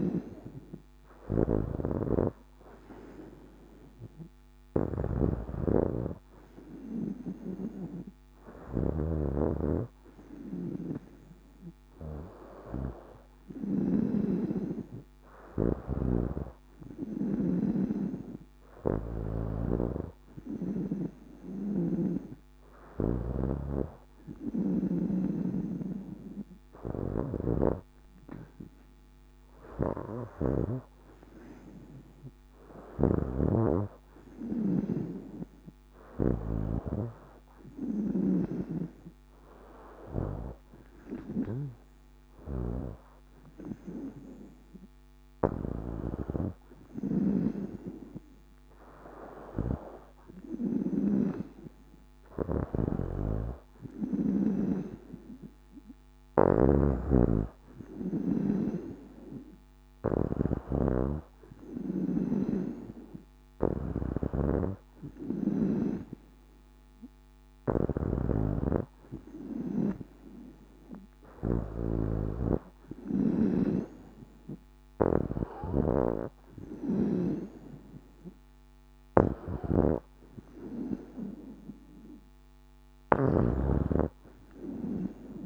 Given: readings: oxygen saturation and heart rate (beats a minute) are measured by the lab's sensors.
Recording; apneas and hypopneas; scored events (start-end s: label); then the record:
breathing in sleep by a microphone on the trachea; none
1.50-13.50 s: snoring (device-marked)
15.50-19.50 s: snoring (device-marked)
24.00-30.50 s: snoring (device-marked)
32.50-36.00 s: snoring (device-marked)
38.00-54.00 s: snoring (device-marked)
56.00-85.46 s: snoring (device-marked)
From the record:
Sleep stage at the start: N2 (light sleep); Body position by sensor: on the back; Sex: female